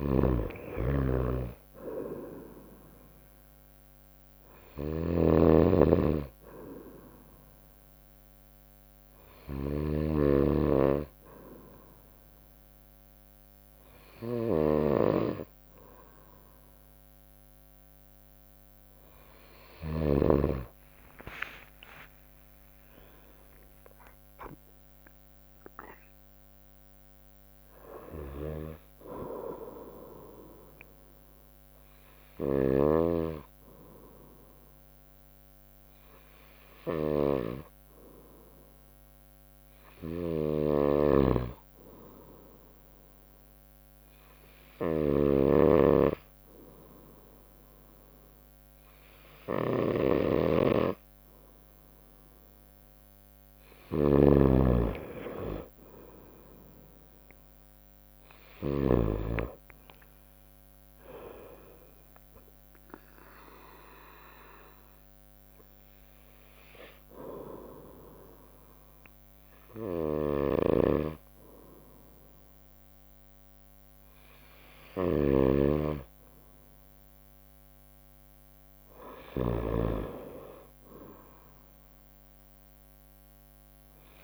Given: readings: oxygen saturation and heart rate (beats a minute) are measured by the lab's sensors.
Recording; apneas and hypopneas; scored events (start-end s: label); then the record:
breathing in sleep by a microphone on the trachea; 3
0.00-10.00 s: snoring (device-marked)
10.00-20.50 s: obstructive apnea (oxygen 97% before, 93% lowest, heart rate 63 before, 60 extreme, up 56 after)
19.50-24.50 s: tachycardia (device-marked, heart rate 63 before, 112 extreme)
21.00-24.50 s: arousal
22.00-24.00 s: long interval between heartbeats (device-marked, heart rate 63 before, 91 extreme)
40.50-59.00 s: snoring (device-marked)
41.00-53.50 s: obstructive apnea (oxygen 96% before, 93% lowest, heart rate 78 before, 59 extreme, up 5 after)
55.00-58.50 s: arousal
65.00-76.00 s: obstructive apnea (oxygen 96% before, 93% lowest, heart rate 62 before, 59 extreme, up 4 after)
65.50-70.50 s: bradycardia (device-marked, heart rate 64 before, 59 extreme)
75.00-79.50 s: snoring (device-marked)
78.50-81.00 s: arousal
From the record:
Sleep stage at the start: N2 (light sleep); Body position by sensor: on the right side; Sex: female